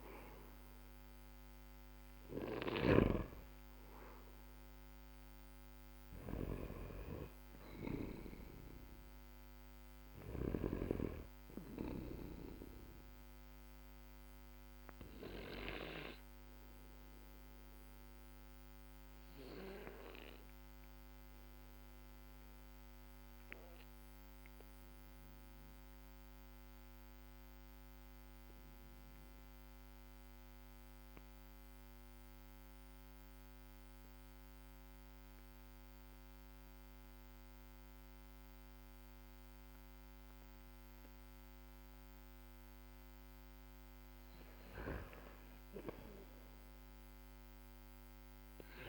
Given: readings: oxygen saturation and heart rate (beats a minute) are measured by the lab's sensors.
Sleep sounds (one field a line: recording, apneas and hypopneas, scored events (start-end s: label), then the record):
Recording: breathing in sleep by a microphone on the trachea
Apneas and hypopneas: 1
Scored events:
0.00-10.00 s: snoring (device-marked)
5.00-31.00 s: oxygen desaturation (device-marked, oxygen 97% before, 93% lowest, heart rate 54 before, 45 extreme)
12.50-41.00 s: obstructive apnea (oxygen 99% before, 93% lowest, heart rate 53 before, 45 extreme, up 18 after)
44.50-48.89 s: arousal
From the record:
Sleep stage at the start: N2 (light sleep)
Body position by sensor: on the back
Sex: male